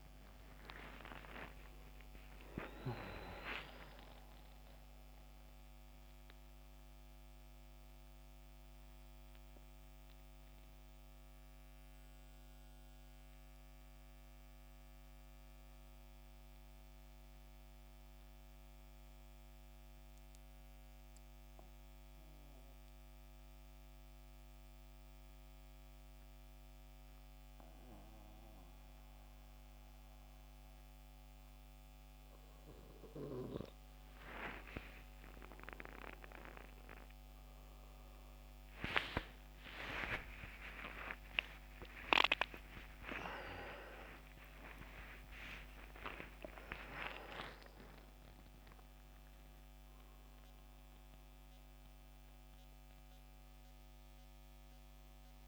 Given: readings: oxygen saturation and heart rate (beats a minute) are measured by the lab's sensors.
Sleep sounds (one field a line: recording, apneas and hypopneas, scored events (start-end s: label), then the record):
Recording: a person partly awake in a sleep study, by a microphone on the trachea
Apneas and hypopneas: 1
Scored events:
0.00-2.00 s: oxygen desaturation (device-marked, oxygen 89% lowest, heart rate 67 extreme)
11.00-29.00 s: oxygen desaturation (device-marked, oxygen 92% before, 88% lowest, heart rate 85 before, 66 extreme)
15.50-31.00 s: central apnea (oxygen 95% before, 85% lowest, heart rate 85 before, 66 extreme, up 33 after)
31.00-55.48 s: new sleep stage, awake
50.00-55.48 s: oxygen desaturation (device-marked, oxygen 95% before, 85% lowest, heart rate 104 before, 74 extreme)
From the record:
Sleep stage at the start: N2 (light sleep)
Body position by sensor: on the back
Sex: male